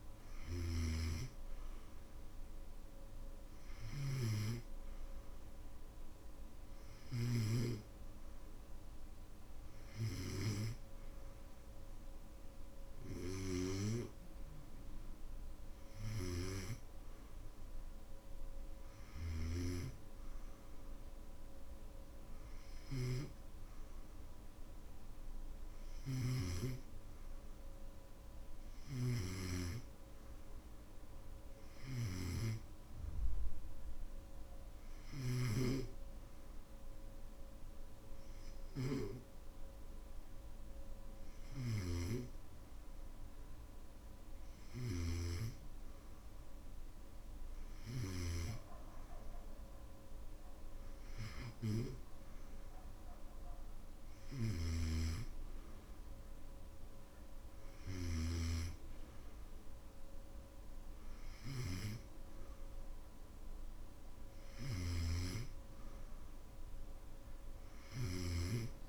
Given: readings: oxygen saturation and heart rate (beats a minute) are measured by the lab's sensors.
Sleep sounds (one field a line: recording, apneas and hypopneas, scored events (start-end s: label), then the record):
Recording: breathing in sleep by a room microphone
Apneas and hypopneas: none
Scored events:
0.00-7.50 s: snoring (device-marked)
0.00-10.00 s: oxygen desaturation (device-marked, oxygen 93% lowest, heart rate 56 extreme)
19.00-26.50 s: snoring (device-marked)
41.50-45.00 s: snoring (device-marked)
54.00-58.00 s: snoring (device-marked)
64.50-68.50 s: snoring (device-marked)
From the record:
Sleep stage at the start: N2 (light sleep)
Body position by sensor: on the back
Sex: male